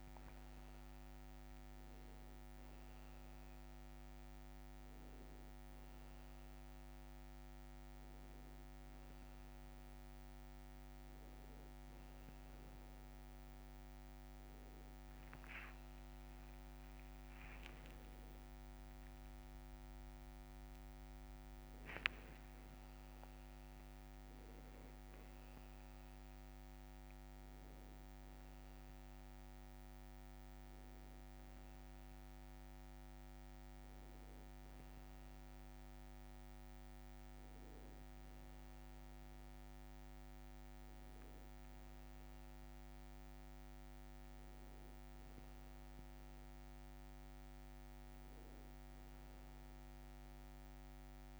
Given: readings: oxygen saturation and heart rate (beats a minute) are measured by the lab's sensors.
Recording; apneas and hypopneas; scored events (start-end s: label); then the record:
a person awake in a sleep study, hard to hear, by a microphone on the trachea; none
19.00-21.00 s: long interval between heartbeats (device-marked, heart rate 70 before, 72 extreme)
From the record:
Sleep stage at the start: awake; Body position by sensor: on the back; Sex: male